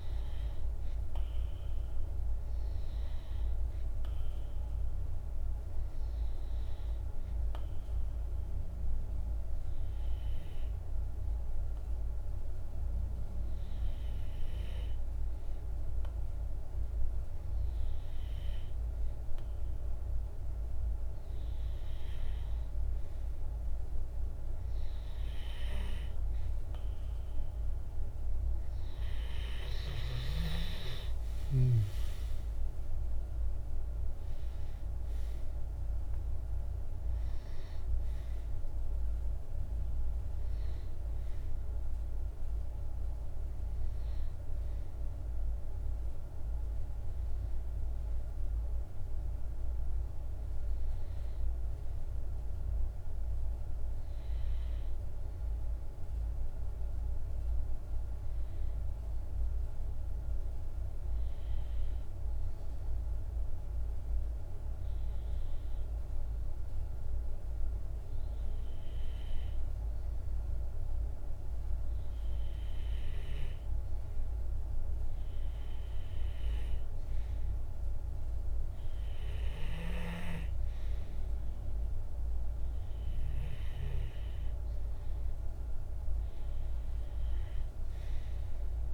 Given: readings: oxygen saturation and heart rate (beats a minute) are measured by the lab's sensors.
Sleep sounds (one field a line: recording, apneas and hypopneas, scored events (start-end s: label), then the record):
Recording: breathing in sleep, hard to hear, by a room microphone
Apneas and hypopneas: 2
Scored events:
4.00-21.50 s: hypopnea (oxygen 96% before, 94% lowest, heart rate 52 before, 51 extreme, up 1 after)
23.50-28.00 s: arousal
30.50-46.50 s: oxygen desaturation (device-marked, oxygen 97% before, 94% lowest, heart rate 52 before, 48 extreme)
52.50-72.00 s: hypopnea (oxygen 98% before, 93% lowest, heart rate 52 before, 49 extreme, up 1 after)
74.00-78.00 s: arousal
76.50-88.94 s: oxygen desaturation (device-marked, oxygen 98% before, 93% lowest, heart rate 50 before, 49 extreme)
From the record:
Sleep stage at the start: N2 (light sleep)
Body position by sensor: on the back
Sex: male